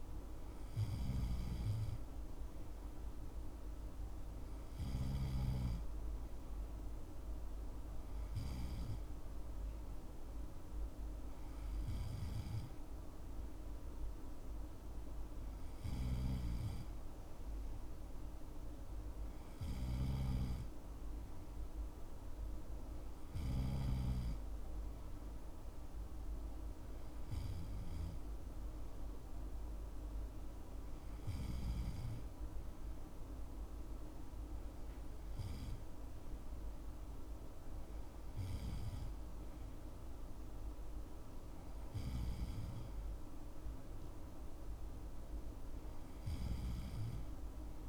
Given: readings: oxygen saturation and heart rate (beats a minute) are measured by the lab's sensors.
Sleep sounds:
breathing in sleep, hard to hear, by a room microphone; none
none scored
From the record:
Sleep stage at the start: N2 (light sleep); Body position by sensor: on the left side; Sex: male

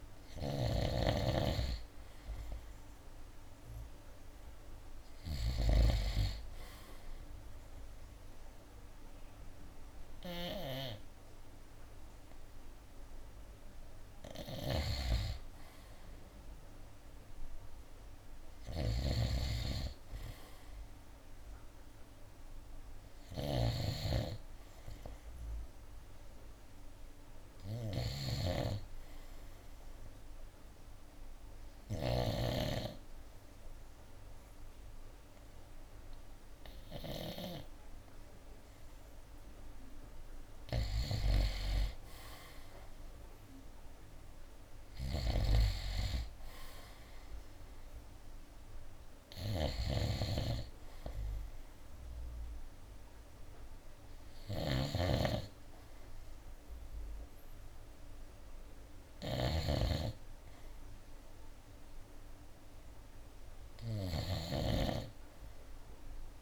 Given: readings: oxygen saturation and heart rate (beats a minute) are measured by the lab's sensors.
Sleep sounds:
breathing in sleep by a room microphone; 1
0.00-6.00 s: snoring (device-marked)
14.50-37.50 s: snoring (device-marked)
22.00-25.50 s: arousal
30.50-41.50 s: hypopnea (oxygen 95% before, 90% lowest, heart rate 71 before, 66 extreme, up 8 after)
45.00-48.50 s: arousal
45.00-66.42 s: snoring (device-marked)
51.00-66.00 s: oxygen desaturation (device-marked, oxygen 94% before, 90% lowest, heart rate 71 before, 62 extreme)
From the record:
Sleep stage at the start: N2 (light sleep); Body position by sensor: on the right side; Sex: male

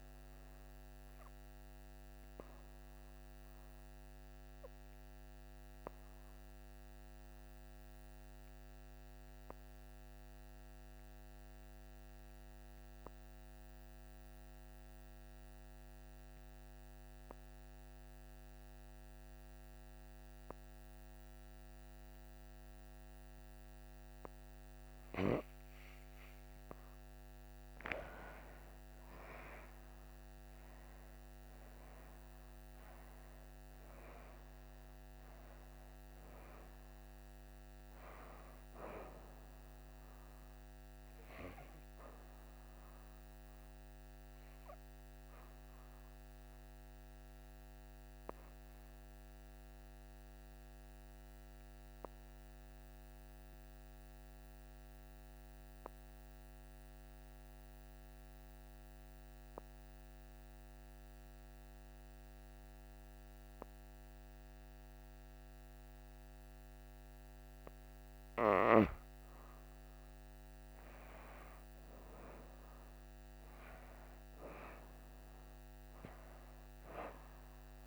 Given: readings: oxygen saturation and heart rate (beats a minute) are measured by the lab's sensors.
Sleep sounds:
breathing in sleep by a microphone on the trachea; 2
0.00-16.00 s: oxygen desaturation (device-marked, oxygen 90% lowest, heart rate 58 extreme)
1.00-26.50 s: obstructive apnea (oxygen 98% before, 84% lowest, heart rate 66 before, 58 extreme, up 12 after)
26.00-60.00 s: oxygen desaturation (device-marked, oxygen 97% before, 84% lowest, heart rate 62 before, 58 extreme)
27.50-31.50 s: arousal
41.50-67.50 s: obstructive apnea (oxygen 97% before, 84% lowest, heart rate 69 before, 56 extreme, up 12 after)
69.50-73.50 s: arousal
72.00-77.87 s: oxygen desaturation (device-marked, oxygen 98% before, 87% lowest, heart rate 62 before, 56 extreme)
From the record:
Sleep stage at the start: N2 (light sleep); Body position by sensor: on the back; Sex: female

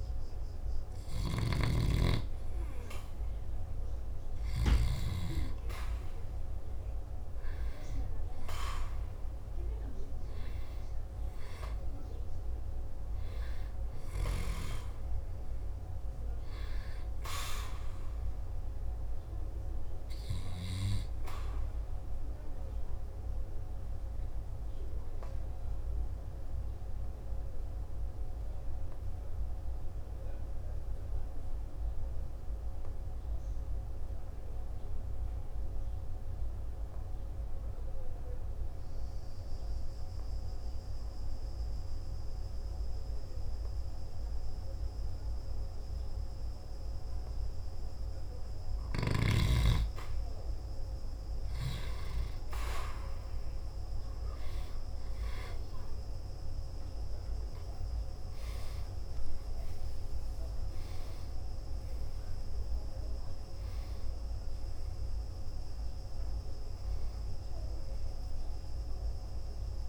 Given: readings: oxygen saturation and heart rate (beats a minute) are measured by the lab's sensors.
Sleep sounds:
breathing in sleep by a room microphone; 1
0.00-2.00 s: snoring (device-marked)
5.50-69.89 s: new sleep stage, N2 (light sleep)
13.50-39.50 s: oxygen desaturation (device-marked, oxygen 97% before, 91% lowest, heart rate 53 before, 50 extreme)
27.50-48.50 s: obstructive apnea (oxygen 97% before, 89% lowest, heart rate 55 before, 50 extreme, up 2 after)
52.50-69.89 s: oxygen desaturation (device-marked, oxygen 98% before, 91% lowest, heart rate 53 before, 54 extreme)
54.50-59.50 s: arousal
From the record:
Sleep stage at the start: N1 (lightest sleep); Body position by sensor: on the back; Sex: male

